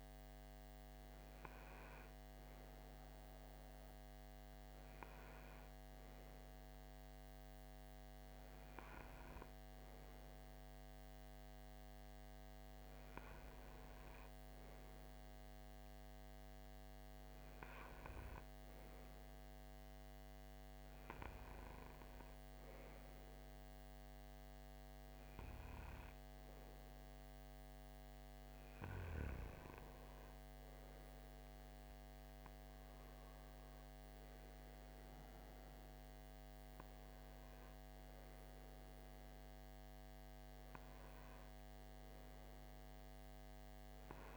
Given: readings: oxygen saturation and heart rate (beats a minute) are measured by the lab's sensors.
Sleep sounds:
breathing in sleep, hard to hear, by a microphone on the trachea; none
none scored
From the record:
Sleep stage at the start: N2 (light sleep); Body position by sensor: on the right side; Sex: male

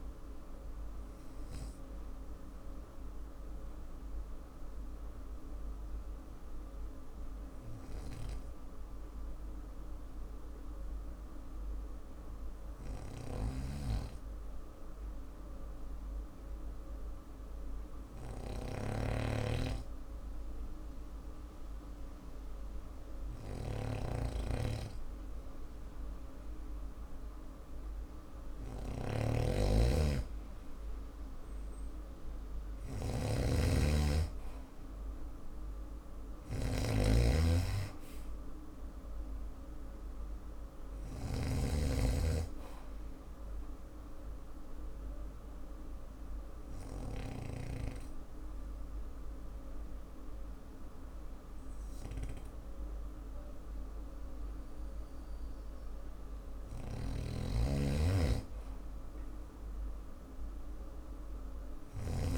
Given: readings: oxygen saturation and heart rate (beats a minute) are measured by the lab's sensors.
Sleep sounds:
breathing in sleep by a room microphone; 2
2.00-28.00 s: hypopnea (oxygen 97% before, 92% lowest, heart rate 58 before, 51 extreme, up 3 after)
13.00-47.50 s: snoring (device-marked)
14.50-27.50 s: oxygen desaturation (device-marked, oxygen 95% before, 92% lowest, heart rate 57 before, 54 extreme)
31.50-36.50 s: arousal
43.00-55.50 s: obstructive apnea (oxygen 99% before, 92% lowest, heart rate 57 before, 53 extreme, up 4 after)
52.50-62.38 s: oxygen desaturation (device-marked, oxygen 96% before, 93% lowest, heart rate 57 before, 53 extreme)
56.50-62.38 s: snoring (device-marked)
From the record:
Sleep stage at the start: N2 (light sleep); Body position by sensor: on the back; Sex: male

